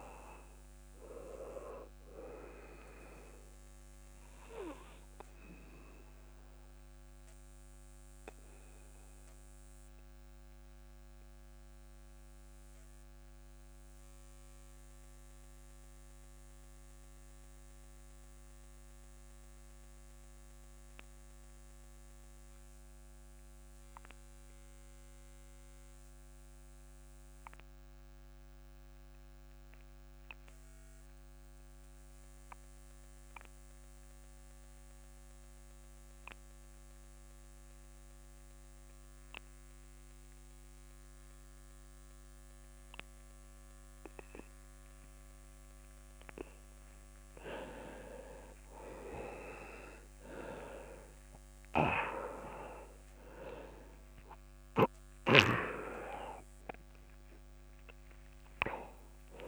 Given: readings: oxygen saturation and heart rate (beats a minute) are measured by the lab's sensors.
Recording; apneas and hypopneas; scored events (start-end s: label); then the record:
breathing in sleep by a microphone on the trachea; 1
0.00-26.00 s: oxygen desaturation (device-marked, oxygen 93% lowest)
4.50-45.50 s: obstructive apnea (oxygen 99% before, 88% lowest)
43.00-59.48 s: oxygen desaturation (device-marked, oxygen 99% before, 91% lowest)
48.00-51.50 s: arousal
From the record:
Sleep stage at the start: N2 (light sleep); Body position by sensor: on the back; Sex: male